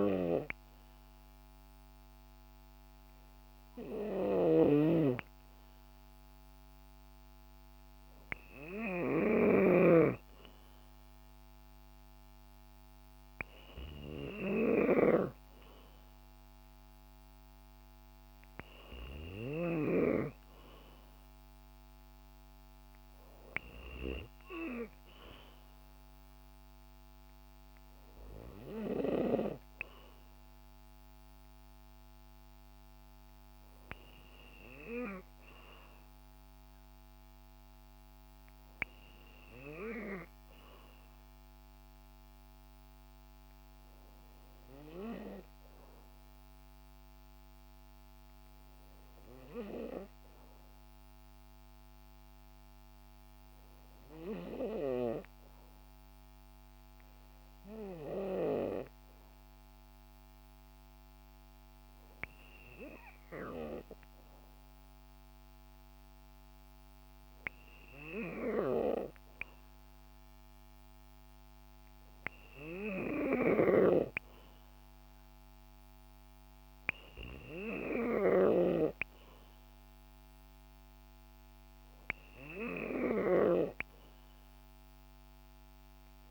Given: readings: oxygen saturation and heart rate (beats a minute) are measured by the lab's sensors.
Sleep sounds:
breathing in sleep by a microphone on the trachea; none
0.00-10.00 s: snoring (device-marked)
78.00-83.50 s: snoring (device-marked)
From the record:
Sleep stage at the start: N3 (deep sleep); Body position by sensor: on the back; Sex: female

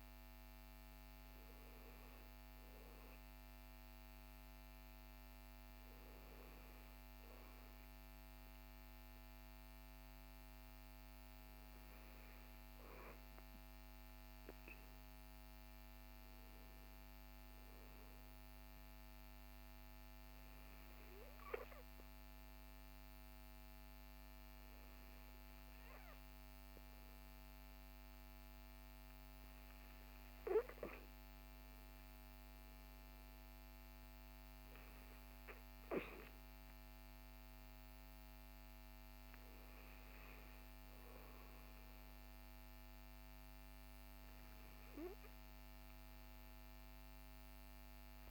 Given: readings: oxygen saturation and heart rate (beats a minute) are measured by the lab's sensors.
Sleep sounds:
breathing in sleep, hard to hear, by a microphone on the trachea; 1
17.00-28.50 s: hypopnea (oxygen 98% before, 95% lowest, heart rate 63 before, 59 extreme, up 8 after)
31.00-34.00 s: arousal
From the record:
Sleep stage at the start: N2 (light sleep); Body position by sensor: on the back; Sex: male

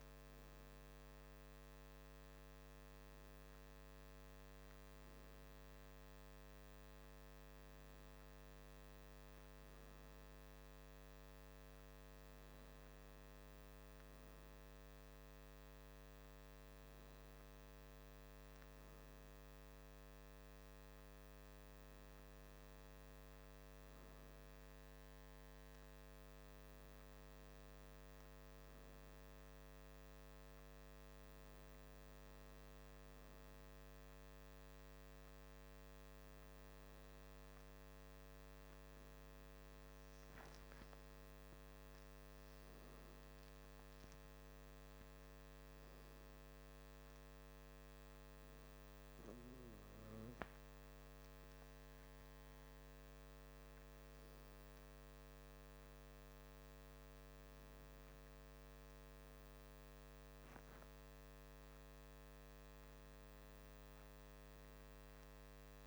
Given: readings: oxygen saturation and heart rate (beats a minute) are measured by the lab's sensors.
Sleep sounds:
breathing in sleep, hard to hear, by a microphone on the trachea; none
none scored
From the record:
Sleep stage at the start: N2 (light sleep); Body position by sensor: on the back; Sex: male

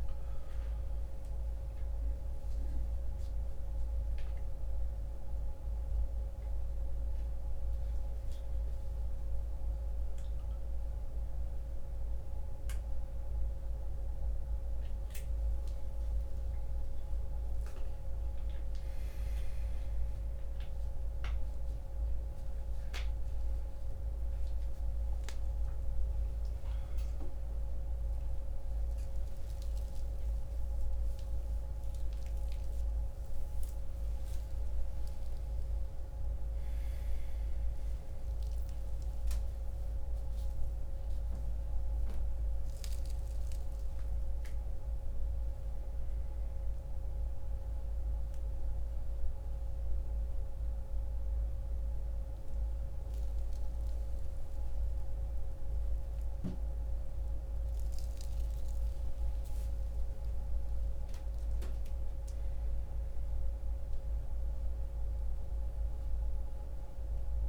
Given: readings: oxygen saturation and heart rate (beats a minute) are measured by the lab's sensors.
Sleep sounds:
a person awake in a sleep study, hard to hear, by a room microphone; none
65.00-67.49 s: oxygen desaturation (device-marked, oxygen 97% before, 93% lowest, heart rate 103 before, 65 extreme)
From the record:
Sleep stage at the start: awake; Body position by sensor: upright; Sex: male

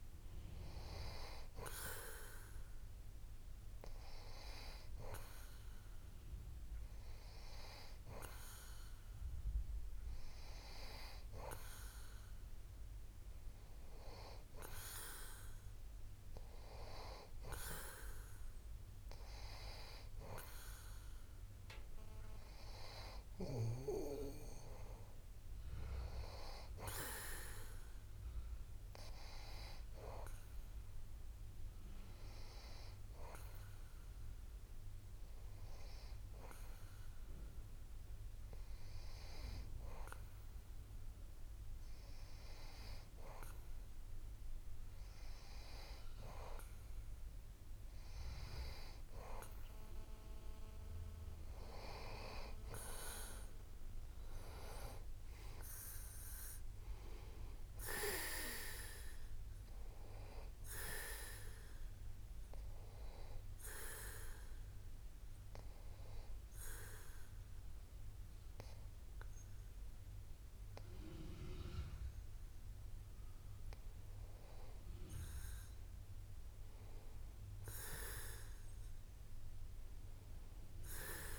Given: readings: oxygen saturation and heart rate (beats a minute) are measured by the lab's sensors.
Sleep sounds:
breathing in sleep by a room microphone; 1
0.00-2.00 s: arousal
57.50-61.50 s: arousal
64.00-74.50 s: hypopnea (oxygen 93% before, 91% lowest)
77.00-79.50 s: arousal
From the record:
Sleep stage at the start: N2 (light sleep); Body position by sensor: on the back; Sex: male

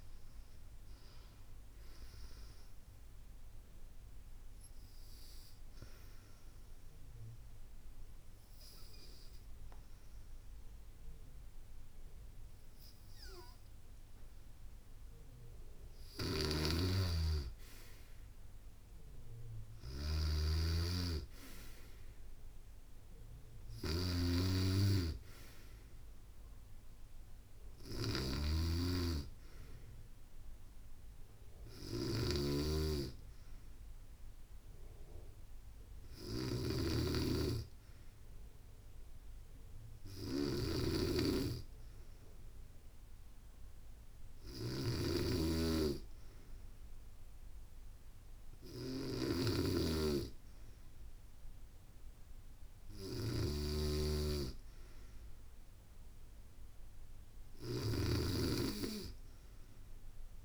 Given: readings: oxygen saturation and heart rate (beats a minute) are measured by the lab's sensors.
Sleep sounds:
breathing in sleep by a room microphone; 1
5.50-15.50 s: obstructive apnea (oxygen 96% before, 93% lowest, heart rate 73 before, 61 extreme, up 9 after)
15.50-49.00 s: snoring (device-marked)
18.50-22.00 s: arousal
21.00-36.00 s: oxygen desaturation (device-marked, oxygen 97% before, 93% lowest, heart rate 69 before, 64 extreme)
From the record:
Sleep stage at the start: N2 (light sleep); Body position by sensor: on the back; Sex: female

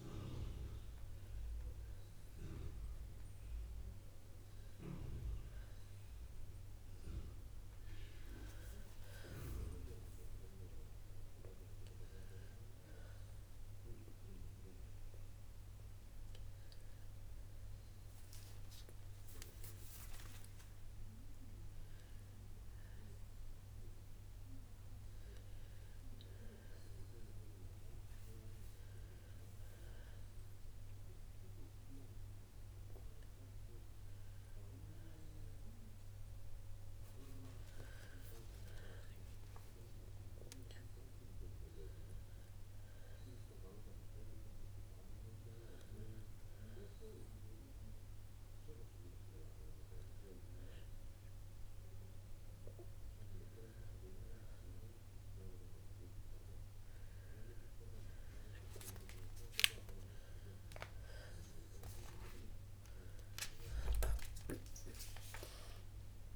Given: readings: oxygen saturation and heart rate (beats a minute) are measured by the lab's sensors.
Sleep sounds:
a person awake in a sleep study, by a room microphone; none
57.50-66.36 s: new sleep stage, N1 (lightest sleep)
59.00-65.00 s: arousal
From the record:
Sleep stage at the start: awake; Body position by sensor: on the back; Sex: female

